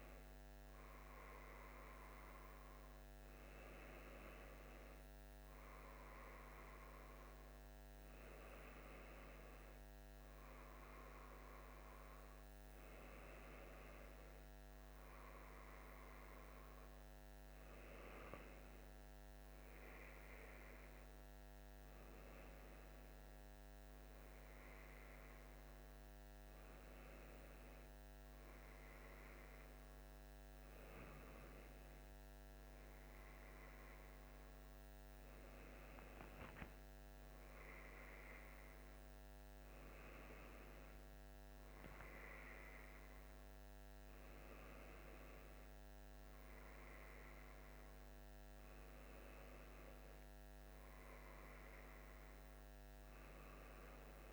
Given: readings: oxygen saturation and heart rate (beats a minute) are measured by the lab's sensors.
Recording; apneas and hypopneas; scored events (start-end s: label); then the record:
breathing in sleep, hard to hear, by a microphone on the trachea; none
none scored
From the record:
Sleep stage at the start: N1 (lightest sleep); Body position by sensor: on the left side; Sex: male